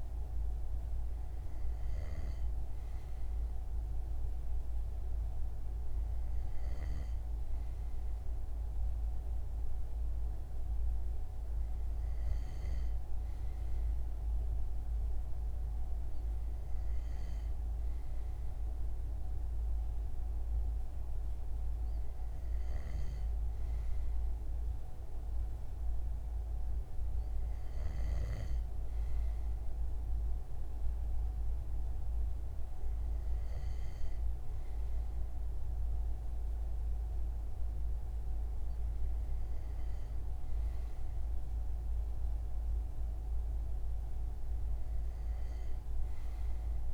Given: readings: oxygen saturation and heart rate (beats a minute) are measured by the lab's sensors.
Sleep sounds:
breathing in sleep, hard to hear, by a room microphone; none
22.00-27.50 s: snoring (device-marked)
From the record:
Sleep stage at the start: N2 (light sleep); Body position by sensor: on the front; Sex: male

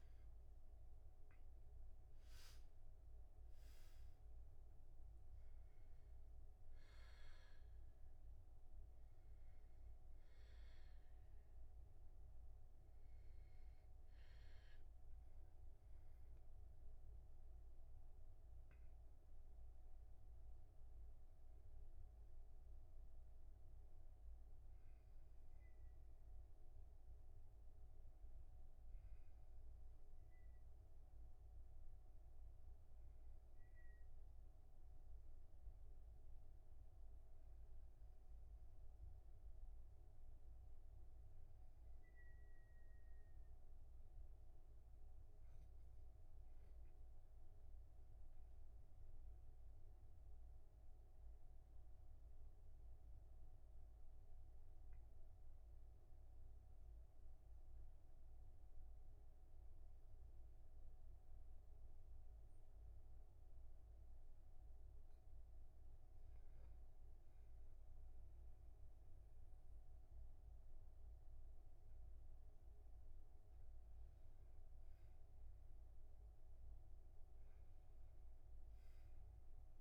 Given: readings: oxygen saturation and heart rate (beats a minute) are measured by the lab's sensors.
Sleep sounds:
breathing in sleep, hard to hear, by a room microphone; 2
3.50-63.50 s: new sleep stage, N1 (lightest sleep)
7.50-19.00 s: obstructive apnea (oxygen 99% before, 89% lowest, heart rate 44 before, 44 extreme, up 14 after)
10.50-38.50 s: oxygen desaturation (device-marked, oxygen 98% before, 89% lowest, heart rate 44 before, 39 extreme)
21.00-25.00 s: arousal
42.00-46.00 s: arousal
51.00-65.50 s: mixed apnea (oxygen 100% before, 97% lowest, heart rate 49 before, 39 extreme, up 6 after)
63.50-79.81 s: new sleep stage, N2 (light sleep)
69.00-73.50 s: arousal
From the record:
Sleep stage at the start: N2 (light sleep); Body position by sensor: on the back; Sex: male

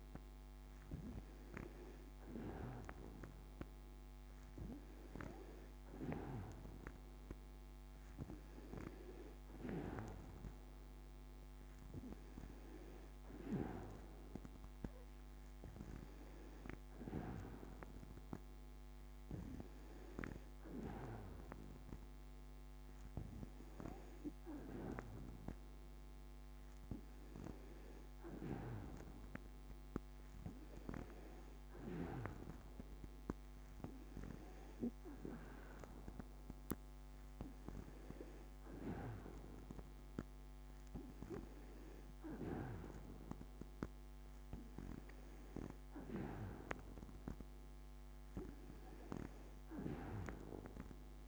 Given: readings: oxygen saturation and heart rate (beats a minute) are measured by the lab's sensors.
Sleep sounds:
breathing in sleep by a microphone on the trachea; none
none scored
From the record:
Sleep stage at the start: N2 (light sleep); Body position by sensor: on the back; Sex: female

